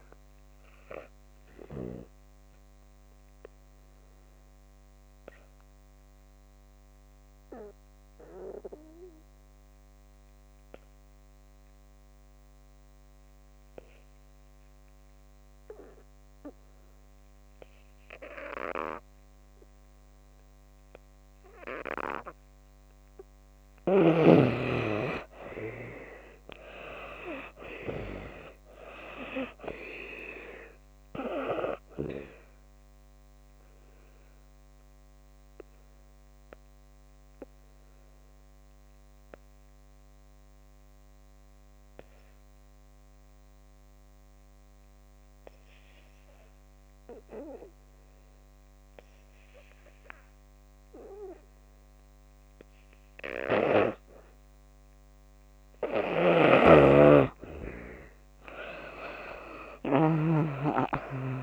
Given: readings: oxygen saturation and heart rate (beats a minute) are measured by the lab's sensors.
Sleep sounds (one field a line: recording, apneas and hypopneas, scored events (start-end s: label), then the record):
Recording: breathing in sleep by a microphone on the trachea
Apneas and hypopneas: 2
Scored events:
0.00-20.50 s: oxygen desaturation (device-marked, oxygen 71% lowest)
0.50-22.50 s: obstructive apnea (oxygen 96% before, 71% lowest)
22.50-51.50 s: oxygen desaturation (device-marked, oxygen 96% before, 72% lowest)
25.00-27.50 s: arousal
31.50-55.00 s: obstructive apnea (oxygen 96% before, 72% lowest)
53.50-61.43 s: oxygen desaturation (device-marked, oxygen 96% before, 73% lowest)
56.50-60.50 s: snoring (device-marked)
58.00-61.00 s: arousal
From the record:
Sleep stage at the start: N2 (light sleep)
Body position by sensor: on the back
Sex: female